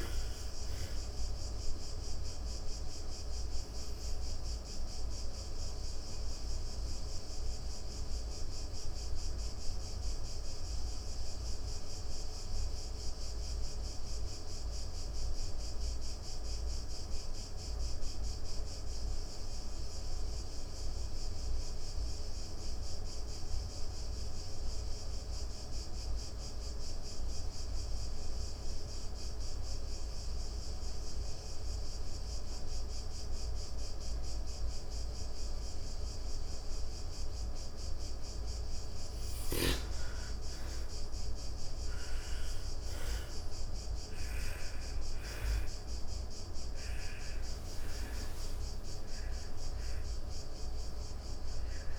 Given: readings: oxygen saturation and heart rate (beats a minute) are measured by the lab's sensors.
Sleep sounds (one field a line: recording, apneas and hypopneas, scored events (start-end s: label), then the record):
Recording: breathing in sleep, hard to hear, by a room microphone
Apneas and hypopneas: 1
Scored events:
0.00-18.50 s: oxygen desaturation (device-marked, oxygen 80% lowest, heart rate 25 extreme)
3.50-37.50 s: obstructive apnea (oxygen 98% before, 80% lowest)
37.50-51.99 s: oxygen desaturation (device-marked, oxygen 97% before, 82% lowest)
40.00-45.00 s: arousal
From the record:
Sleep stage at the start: N2 (light sleep)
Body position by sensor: on the back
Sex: female